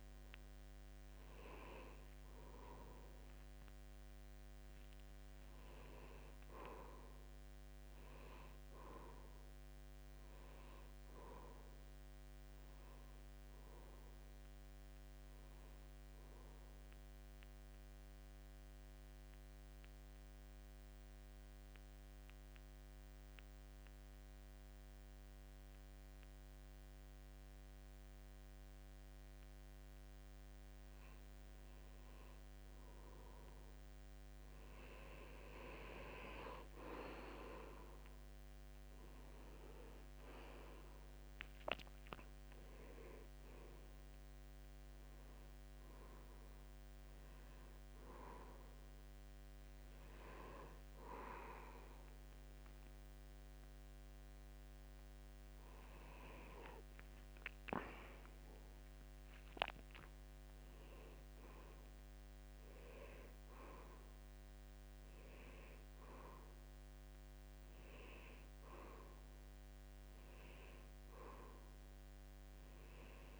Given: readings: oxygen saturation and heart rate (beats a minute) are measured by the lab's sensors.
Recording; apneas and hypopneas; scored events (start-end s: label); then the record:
breathing in sleep by a microphone on the trachea; 1
2.50-6.50 s: arousal
18.00-32.00 s: obstructive apnea (oxygen 93% before, 88% lowest, heart rate 76 before, 71 extreme, up 3 after)
31.00-59.00 s: oxygen desaturation (device-marked, oxygen 93% before, 88% lowest, heart rate 75 before, 71 extreme)
35.00-38.50 s: arousal
From the record:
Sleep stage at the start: N2 (light sleep); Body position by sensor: on the back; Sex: male